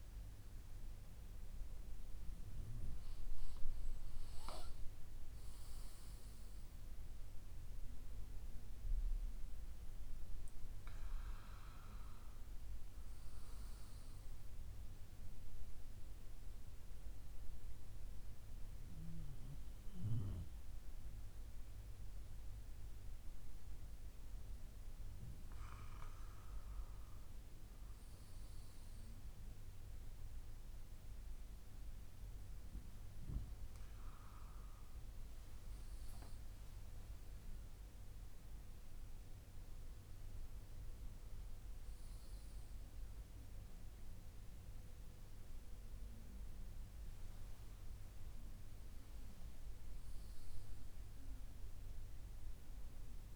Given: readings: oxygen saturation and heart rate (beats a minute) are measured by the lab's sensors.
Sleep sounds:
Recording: breathing in sleep, hard to hear, by a room microphone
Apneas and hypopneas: none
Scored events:
none scored
From the record:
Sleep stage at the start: N2 (light sleep)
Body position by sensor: on the left side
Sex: male

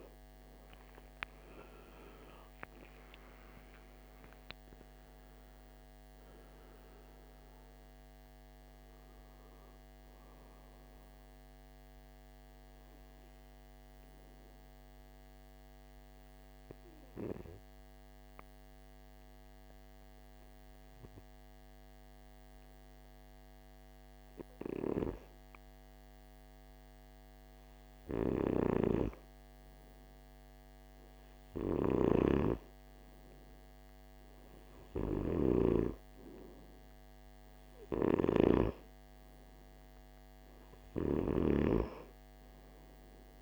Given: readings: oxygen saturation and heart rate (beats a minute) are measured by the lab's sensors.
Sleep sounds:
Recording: breathing in sleep by a microphone on the trachea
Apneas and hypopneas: 1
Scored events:
2.50-6.50 s: arousal
15.00-25.50 s: obstructive apnea (oxygen 93% before, 91% lowest, heart rate 70 before, 58 extreme, up 2 after)
28.50-33.00 s: arousal
33.50-43.42 s: oxygen desaturation (device-marked, oxygen 97% before, 91% lowest, heart rate 61 before, 65 extreme)
From the record:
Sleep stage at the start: N2 (light sleep)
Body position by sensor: on the right side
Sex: male

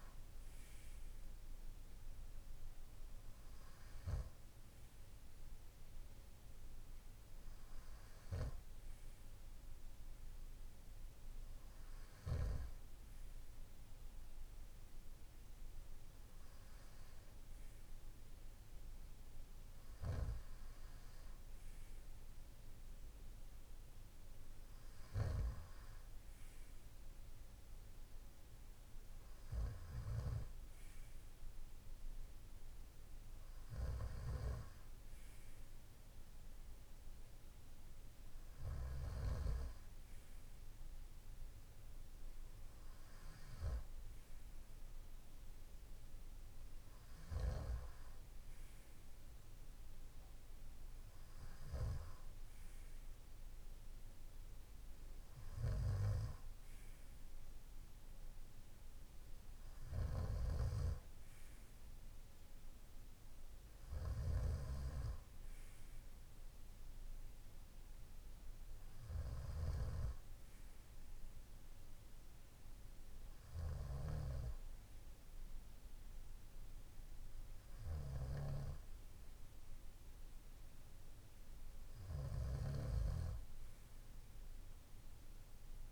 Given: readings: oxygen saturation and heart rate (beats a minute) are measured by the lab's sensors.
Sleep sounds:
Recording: breathing in sleep by a room microphone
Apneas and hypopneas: none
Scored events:
55.00-85.92 s: snoring (device-marked)
From the record:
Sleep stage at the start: N2 (light sleep)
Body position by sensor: on the right side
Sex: male

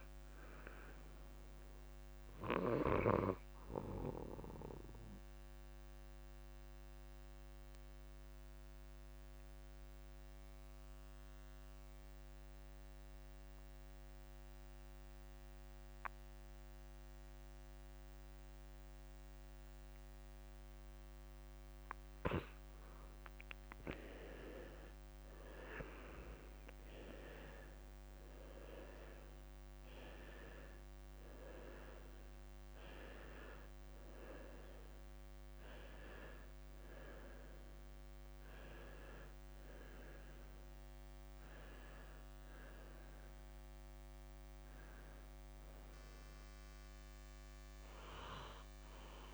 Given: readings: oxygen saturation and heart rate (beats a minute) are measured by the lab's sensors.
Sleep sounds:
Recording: breathing in sleep by a microphone on the trachea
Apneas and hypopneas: 1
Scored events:
0.00-13.00 s: oxygen desaturation (device-marked, oxygen 91% lowest, heart rate 39 extreme)
1.50-3.50 s: long interval between heartbeats (device-marked, heart rate 48 before, 60 extreme)
4.50-24.50 s: mixed apnea (oxygen 98% before, 87% lowest, heart rate 51 before, 39 extreme, up 19 after)
10.50-12.50 s: long interval between heartbeats (device-marked, heart rate 51 before, 63 extreme)
17.00-19.00 s: long interval between heartbeats (device-marked, heart rate 56 before, 70 extreme)
20.00-22.00 s: long interval between heartbeats (device-marked, heart rate 59 before, 90 extreme)
25.00-27.00 s: long interval between heartbeats (device-marked, heart rate 67 before, 66 extreme)
27.50-31.00 s: arousal
29.00-49.33 s: oxygen desaturation (device-marked, oxygen 93% before, 87% lowest, heart rate 71 before, 38 extreme)
29.50-31.50 s: long interval between heartbeats (device-marked, heart rate 71 before, 59 extreme)
32.50-34.50 s: long interval between heartbeats (device-marked, heart rate 70 before, 42 extreme)
38.00-40.00 s: long interval between heartbeats (device-marked, heart rate 64 before, 49 extreme)
46.00-48.00 s: long interval between heartbeats (device-marked, heart rate 49 before, 57 extreme)
From the record:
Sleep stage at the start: N2 (light sleep)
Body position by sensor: on the left side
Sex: male

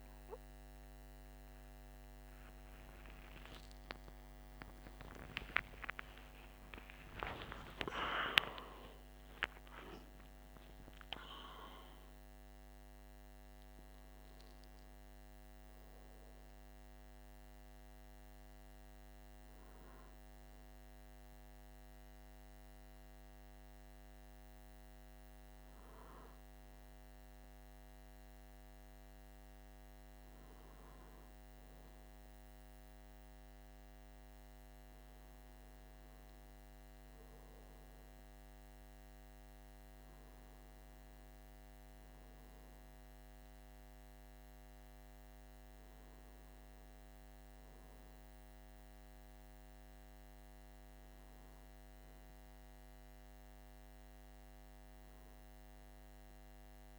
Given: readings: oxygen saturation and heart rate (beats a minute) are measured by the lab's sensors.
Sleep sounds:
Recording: breathing in sleep by a microphone on the trachea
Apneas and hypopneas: none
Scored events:
0.00-27.50 s: oxygen desaturation (device-marked, oxygen 91% lowest, heart rate 47 extreme)
2.50-56.98 s: new sleep stage, N1 (lightest sleep)
3.00-9.50 s: arousal
From the record:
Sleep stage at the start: N2 (light sleep)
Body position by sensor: on the back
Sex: male

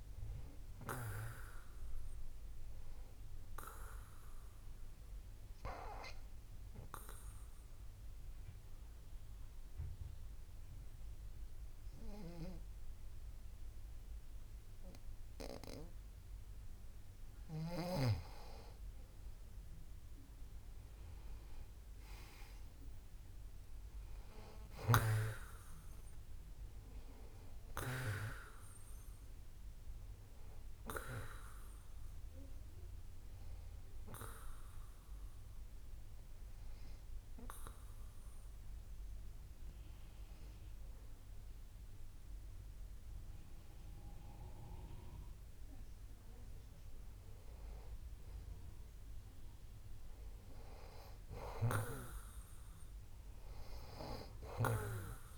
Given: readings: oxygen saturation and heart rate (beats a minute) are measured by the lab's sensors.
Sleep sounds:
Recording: breathing in sleep by a room microphone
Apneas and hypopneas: 2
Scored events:
3.00-18.00 s: obstructive apnea (oxygen 95% before, 92% lowest)
22.00-26.00 s: arousal
25.00-28.50 s: snoring (device-marked)
29.00-43.00 s: oxygen desaturation (device-marked, oxygen 96% before, 92% lowest)
34.00-47.50 s: obstructive apnea (oxygen 96% before, 91% lowest)
49.50-52.50 s: arousal
From the record:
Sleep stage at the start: N2 (light sleep)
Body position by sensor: on the back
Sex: male

